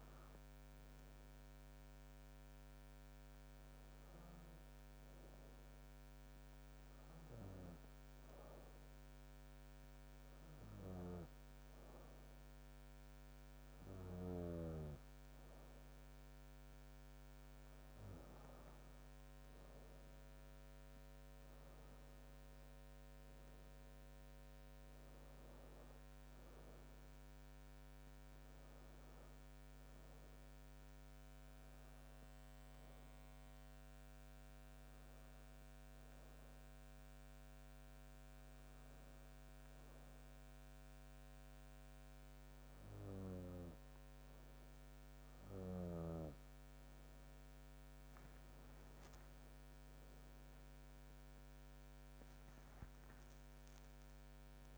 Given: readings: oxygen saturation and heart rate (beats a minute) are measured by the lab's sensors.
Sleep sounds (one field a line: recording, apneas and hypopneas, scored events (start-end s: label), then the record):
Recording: breathing in sleep by a microphone on the trachea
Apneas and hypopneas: 2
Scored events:
1.00-5.00 s: arousal
8.00-19.50 s: hypopnea (oxygen 97% before, 92% lowest, heart rate 67 before, 65 extreme, up 3 after)
23.00-26.00 s: arousal
34.00-45.00 s: hypopnea (oxygen 96% before, 92% lowest, heart rate 69 before, 66 extreme, up 5 after)
48.50-52.00 s: arousal
From the record:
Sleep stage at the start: N2 (light sleep)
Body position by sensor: on the back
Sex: female